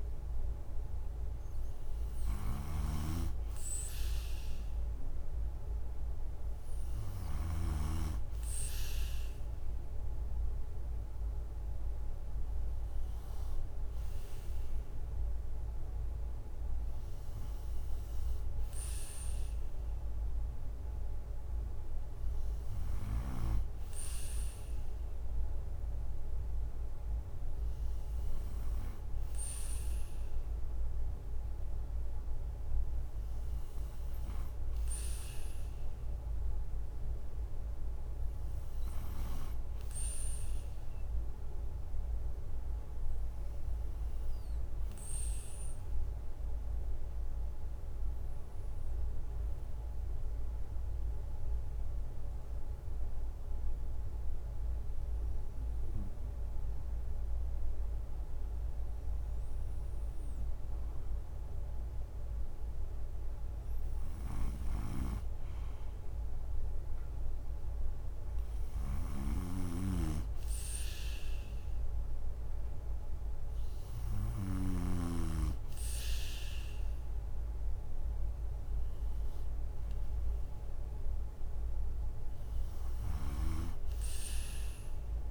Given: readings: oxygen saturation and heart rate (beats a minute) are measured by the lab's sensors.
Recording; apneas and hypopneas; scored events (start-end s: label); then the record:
breathing in sleep by a room microphone; 1
2.00-7.50 s: snoring (device-marked)
39.50-43.00 s: arousal
49.50-63.00 s: hypopnea (oxygen 96% before, 92% lowest, heart rate 68 before, 64 extreme, up 5 after)
64.50-74.50 s: snoring (device-marked)
65.50-69.00 s: arousal
65.50-81.50 s: oxygen desaturation (device-marked, oxygen 95% before, 92% lowest, heart rate 67 before, 63 extreme)
From the record:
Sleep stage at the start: N2 (light sleep); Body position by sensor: on the right side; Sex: male